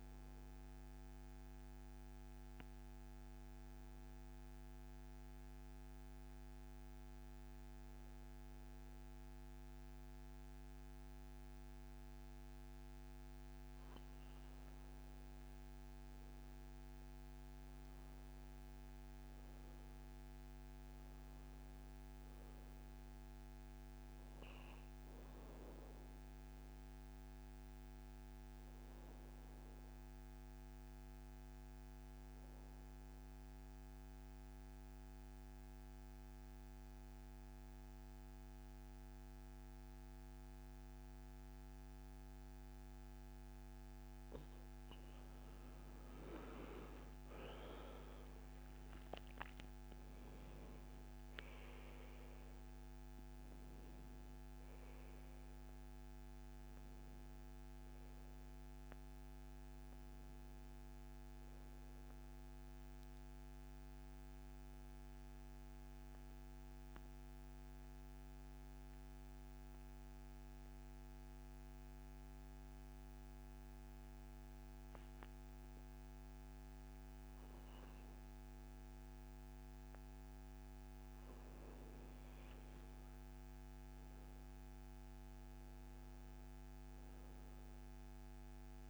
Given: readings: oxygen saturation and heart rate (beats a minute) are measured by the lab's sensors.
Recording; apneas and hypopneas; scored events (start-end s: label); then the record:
breathing in sleep, hard to hear, by a microphone on the trachea; 3
0.00-3.00 s: oxygen desaturation (device-marked, oxygen 88% lowest, heart rate 63 extreme)
0.50-12.50 s: obstructive apnea (oxygen 96% before, 84% lowest, heart rate 76 before, 63 extreme, up 8 after)
15.00-19.00 s: arousal
19.00-32.00 s: oxygen desaturation (device-marked, oxygen 97% before, 88% lowest, heart rate 68 before, 65 extreme)
28.00-43.00 s: obstructive apnea (oxygen 97% before, 84% lowest, heart rate 68 before, 67 extreme, up 8 after)
45.50-50.00 s: arousal
46.00-68.00 s: oxygen desaturation (device-marked, oxygen 97% before, 84% lowest, heart rate 67 before, 64 extreme)
63.00-79.50 s: mixed apnea (oxygen 97% before, 83% lowest, heart rate 73 before, 62 extreme, up 10 after)
82.50-85.00 s: arousal
86.00-88.90 s: oxygen desaturation (device-marked, oxygen 98% before, 90% lowest, heart rate 67 before, 62 extreme)
From the record:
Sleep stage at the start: N2 (light sleep); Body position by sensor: on the back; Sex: male